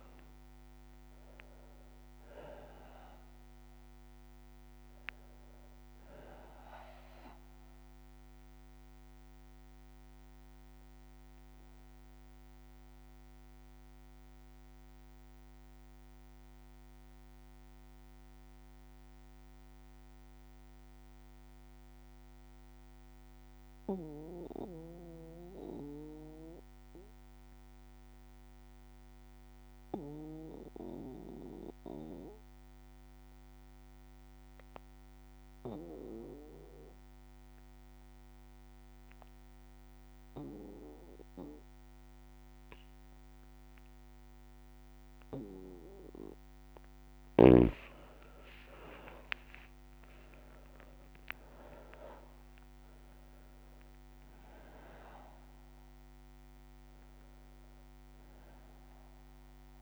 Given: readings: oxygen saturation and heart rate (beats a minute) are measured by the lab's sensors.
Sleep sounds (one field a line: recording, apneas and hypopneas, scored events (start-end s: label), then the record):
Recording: breathing in sleep by a microphone on the trachea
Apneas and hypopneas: 1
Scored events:
0.00-24.50 s: oxygen desaturation (device-marked, oxygen 91% lowest, heart rate 55 extreme)
6.50-39.50 s: bradycardia (device-marked, heart rate 61 before, 55 extreme)
11.00-46.00 s: obstructive apnea (oxygen 99% before, 91% lowest, heart rate 60 before, 55 extreme, up 24 after)
41.50-59.82 s: oxygen desaturation (device-marked, oxygen 98% before, 91% lowest, heart rate 57 before, 55 extreme)
48.00-51.00 s: arousal
49.00-51.00 s: long interval between heartbeats (device-marked, heart rate 59 before, 79 extreme)
From the record:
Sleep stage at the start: N2 (light sleep)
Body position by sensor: on the back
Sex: male